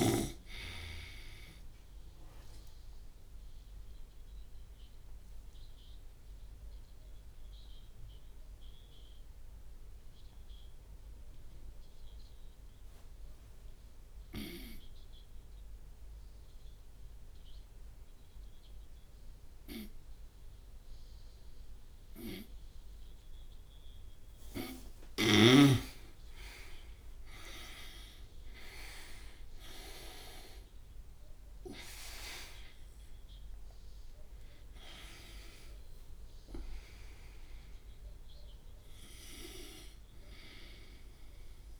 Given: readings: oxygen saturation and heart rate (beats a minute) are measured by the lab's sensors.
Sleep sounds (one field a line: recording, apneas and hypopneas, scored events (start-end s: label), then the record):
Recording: breathing in sleep by a room microphone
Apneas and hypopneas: 1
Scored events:
4.50-23.50 s: obstructive apnea (oxygen 98% before, 87% lowest)
12.00-20.00 s: oxygen desaturation (device-marked, oxygen 96% before, 87% lowest)
26.00-30.50 s: arousal
From the record:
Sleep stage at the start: N2 (light sleep)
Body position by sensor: on the right side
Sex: male